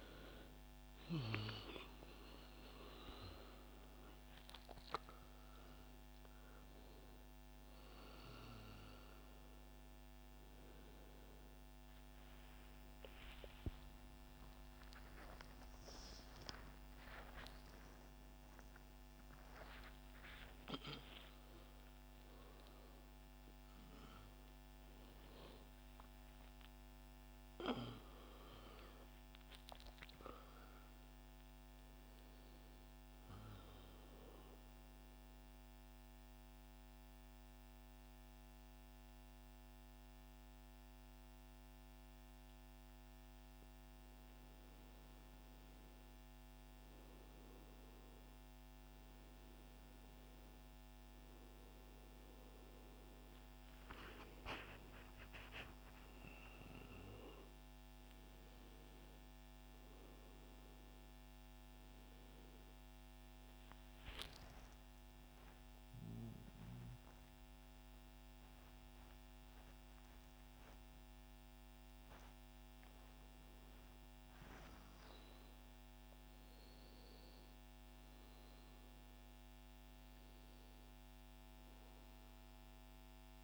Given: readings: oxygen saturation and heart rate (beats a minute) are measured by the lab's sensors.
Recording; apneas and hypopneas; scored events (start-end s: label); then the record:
a person partly awake in a sleep study, by a microphone on the trachea; 1
0.00-14.50 s: oxygen desaturation (device-marked, oxygen 84% lowest)
1.50-31.50 s: new sleep stage, awake
31.50-61.50 s: new sleep stage, N2 (light sleep)
33.50-43.50 s: central apnea (oxygen 100% before, 96% lowest, heart rate 88 before, 144 extreme)
49.00-53.00 s: arousal
61.50-83.44 s: new sleep stage, N1 (lightest sleep)
64.00-72.50 s: arousal
From the record:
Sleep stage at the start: N2 (light sleep); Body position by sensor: on the right side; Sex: male